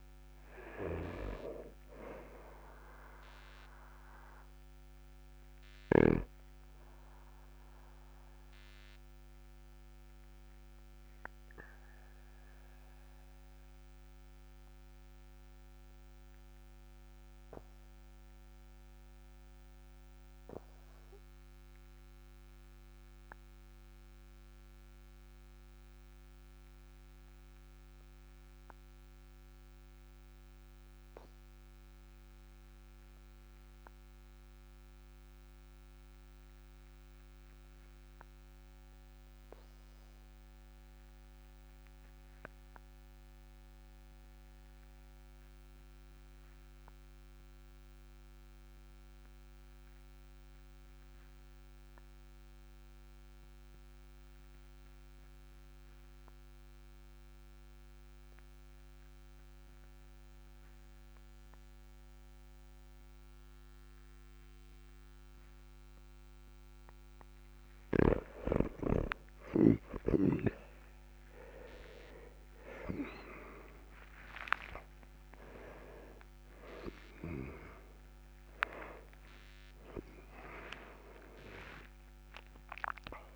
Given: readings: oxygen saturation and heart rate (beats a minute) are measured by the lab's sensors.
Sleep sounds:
breathing in sleep by a microphone on the trachea; 1
7.50-66.00 s: obstructive apnea (oxygen 99% before, 83% lowest, heart rate 46 before, 35 extreme, up 12 after)
70.50-83.36 s: oxygen desaturation (device-marked, oxygen 96% before, 83% lowest, heart rate 38 before, 43 extreme)
From the record:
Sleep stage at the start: N2 (light sleep); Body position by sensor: on the back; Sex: male

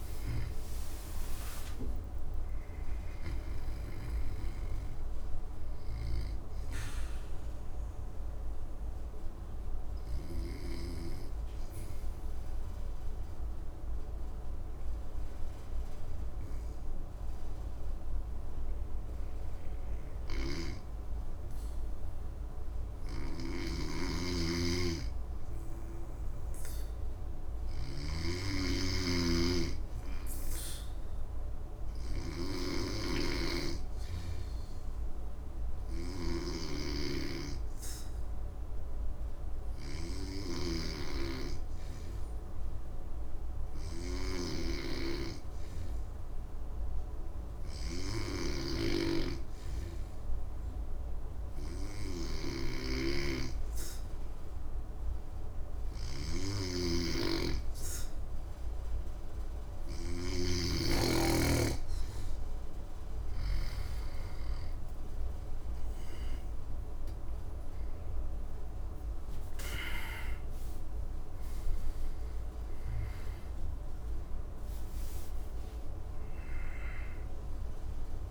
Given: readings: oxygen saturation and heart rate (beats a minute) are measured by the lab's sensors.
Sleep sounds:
breathing in sleep by a room microphone; 2
0.00-3.00 s: snoring (device-marked)
7.50-22.50 s: obstructive apnea (oxygen 100% before, 91% lowest, heart rate 80 before, 62 extreme, up 4 after)
23.50-63.50 s: snoring (device-marked)
27.00-30.50 s: arousal
27.50-45.50 s: oxygen desaturation (device-marked, oxygen 100% before, 95% lowest, heart rate 65 before, 65 extreme)
34.50-60.50 s: hypopnea (oxygen 100% before, 91% lowest, heart rate 64 before, 65 extreme, up 10 after)
47.50-78.31 s: oxygen desaturation (device-marked, oxygen 96% before, 91% lowest, heart rate 67 before, 60 extreme)
64.50-69.00 s: arousal
From the record:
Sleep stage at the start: N2 (light sleep); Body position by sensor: on the back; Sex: male

